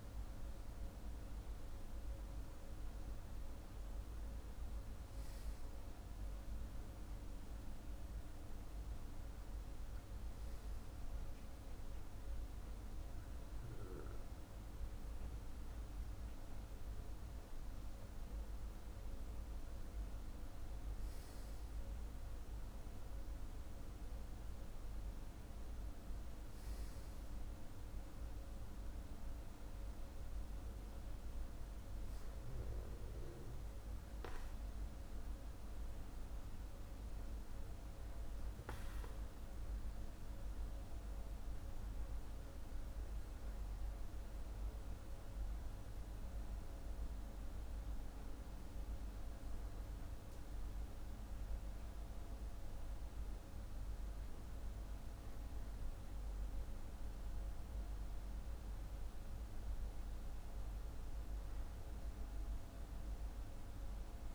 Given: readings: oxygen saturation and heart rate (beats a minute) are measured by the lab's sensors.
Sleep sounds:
breathing in sleep, hard to hear, by a room microphone; none
none scored
From the record:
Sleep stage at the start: N2 (light sleep); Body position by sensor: on the back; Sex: male

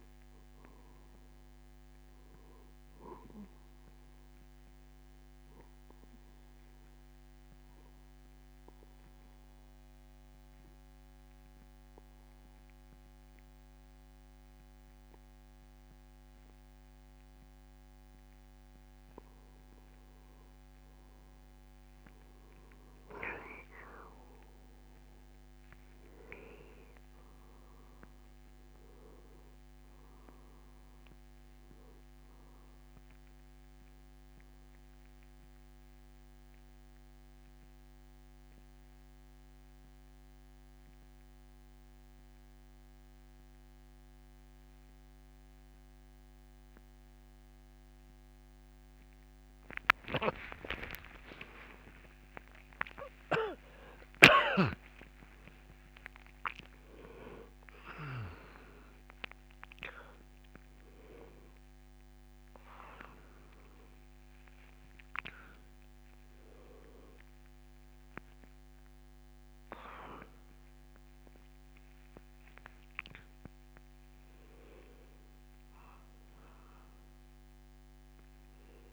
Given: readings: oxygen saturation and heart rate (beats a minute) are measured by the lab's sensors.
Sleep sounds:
a person partly awake in a sleep study, by a microphone on the trachea; 2
0.00-1.00 s: arousal
6.50-19.00 s: obstructive apnea (oxygen 96% before, 93% lowest)
22.50-27.00 s: arousal
35.50-49.00 s: central apnea (oxygen 95% before, 93% lowest)
42.50-72.50 s: new sleep stage, awake
59.50-64.50 s: oxygen desaturation (device-marked, oxygen 96% before, 93% lowest)
72.50-78.92 s: new sleep stage, N1 (lightest sleep)
From the record:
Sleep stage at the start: N2 (light sleep); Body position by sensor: on the back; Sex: male

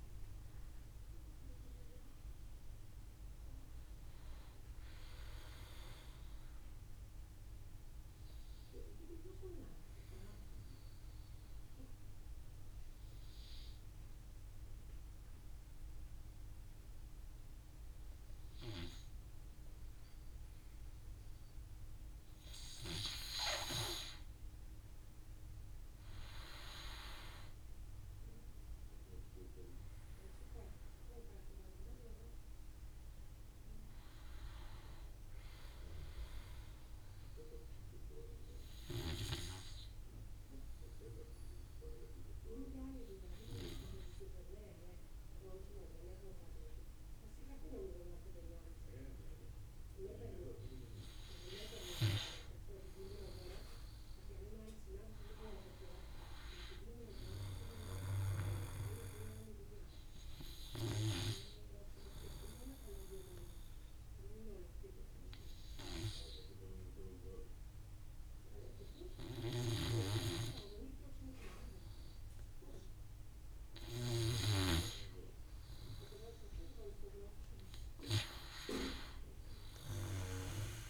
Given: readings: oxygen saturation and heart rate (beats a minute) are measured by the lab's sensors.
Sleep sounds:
breathing in sleep by a room microphone; 3
0.00-12.50 s: oxygen desaturation (device-marked, oxygen 87% lowest, heart rate 50 extreme)
6.50-21.50 s: obstructive apnea (oxygen 96% before, 87% lowest, heart rate 60 before, 52 extreme, up 9 after)
21.50-40.50 s: oxygen desaturation (device-marked, oxygen 97% before, 87% lowest, heart rate 57 before, 52 extreme)
24.00-27.50 s: arousal
37.00-48.50 s: obstructive apnea (oxygen 97% before, 85% lowest, heart rate 59 before, 52 extreme, up 3 after)
50.50-53.50 s: arousal
59.50-70.50 s: oxygen desaturation (device-marked, oxygen 97% before, 89% lowest, heart rate 57 before, 51 extreme)
60.00-73.50 s: obstructive apnea (oxygen 97% before, 85% lowest, heart rate 57 before, 51 extreme, up 5 after)
75.50-78.00 s: arousal
78.50-80.90 s: oxygen desaturation (device-marked, oxygen 94% before, 90% lowest, heart rate 55 before, 53 extreme)
From the record:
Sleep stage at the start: N2 (light sleep); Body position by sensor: on the back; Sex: male

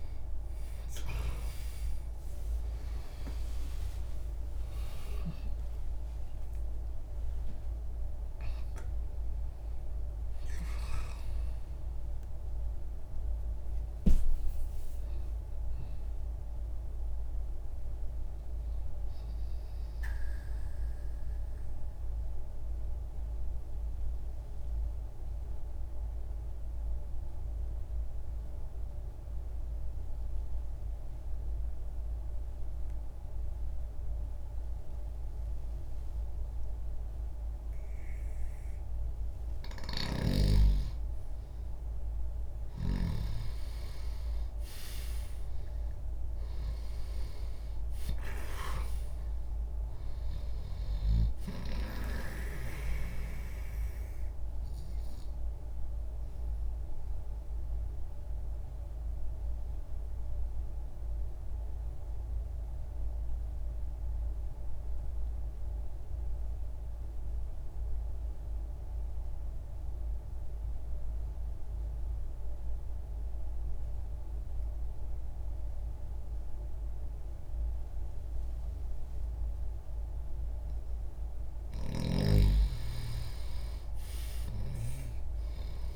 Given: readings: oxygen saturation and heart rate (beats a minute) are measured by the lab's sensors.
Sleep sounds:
breathing in sleep by a room microphone; 2
2.00-7.50 s: arousal
19.00-39.00 s: obstructive apnea (oxygen 95% before, 87% lowest, heart rate 72 before, 60 extreme, up 0 after)
27.50-36.50 s: oxygen desaturation (device-marked, oxygen 94% before, 90% lowest, heart rate 72 before, 60 extreme)
39.50-43.00 s: snoring (device-marked)
42.00-46.00 s: arousal
45.50-76.50 s: oxygen desaturation (device-marked, oxygen 98% before, 87% lowest, heart rate 60 before, 60 extreme)
52.00-81.00 s: obstructive apnea (oxygen 98% before, 87% lowest, heart rate 60 before, 60 extreme, up 10 after)
From the record:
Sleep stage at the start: N2 (light sleep); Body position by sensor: on the left side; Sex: male

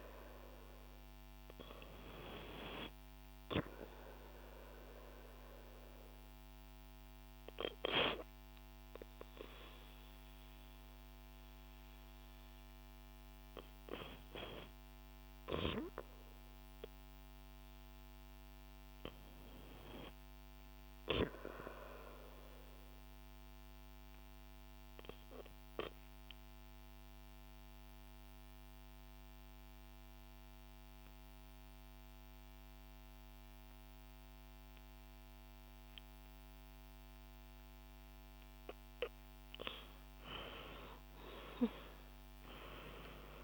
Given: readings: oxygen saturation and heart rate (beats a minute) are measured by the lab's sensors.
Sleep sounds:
breathing in sleep by a microphone on the trachea; 1
20.50-38.00 s: obstructive apnea (oxygen 97% before, 92% lowest, heart rate 62 before, 59 extreme, up 16 after)
39.00-43.00 s: arousal
From the record:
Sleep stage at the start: N2 (light sleep); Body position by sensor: on the back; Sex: female

